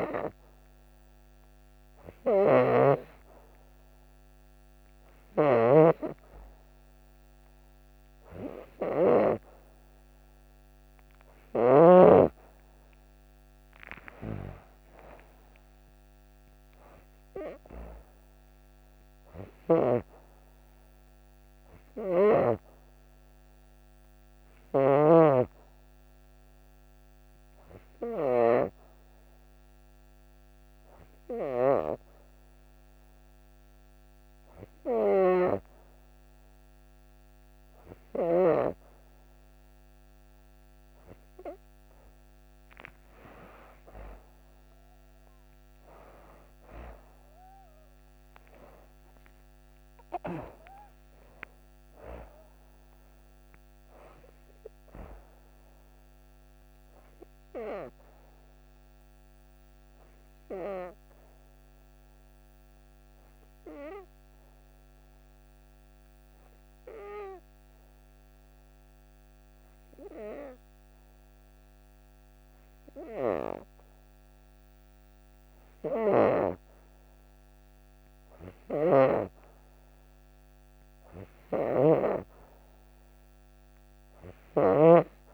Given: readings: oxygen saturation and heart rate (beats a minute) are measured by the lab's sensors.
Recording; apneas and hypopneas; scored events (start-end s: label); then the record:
breathing in sleep by a microphone on the trachea; 1
0.00-11.50 s: snoring (device-marked)
0.00-30.50 s: oxygen desaturation (device-marked, oxygen 90% lowest, heart rate 59 extreme)
13.50-17.00 s: arousal
19.00-24.50 s: snoring (device-marked)
47.50-52.00 s: arousal
60.50-76.50 s: hypopnea (oxygen 95% before, 91% lowest, heart rate 66 before, 60 extreme, up 10 after)
77.50-81.00 s: arousal
81.00-85.34 s: snoring (device-marked)
82.50-85.34 s: oxygen desaturation (device-marked, oxygen 97% before, 91% lowest, heart rate 64 before, 64 extreme)
From the record:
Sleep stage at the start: N2 (light sleep); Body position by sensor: on the back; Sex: female